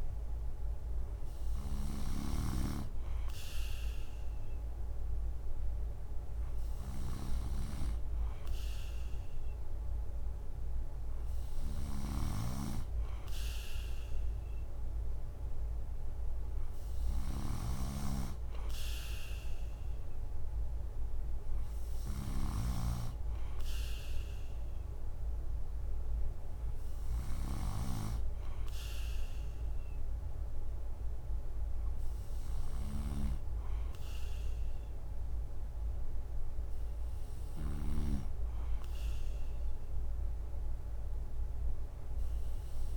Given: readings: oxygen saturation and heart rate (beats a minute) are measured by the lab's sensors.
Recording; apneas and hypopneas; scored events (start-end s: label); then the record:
breathing in sleep by a room microphone; none
0.00-38.00 s: snoring (device-marked)
From the record:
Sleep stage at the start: N3 (deep sleep); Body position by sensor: on the right side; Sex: male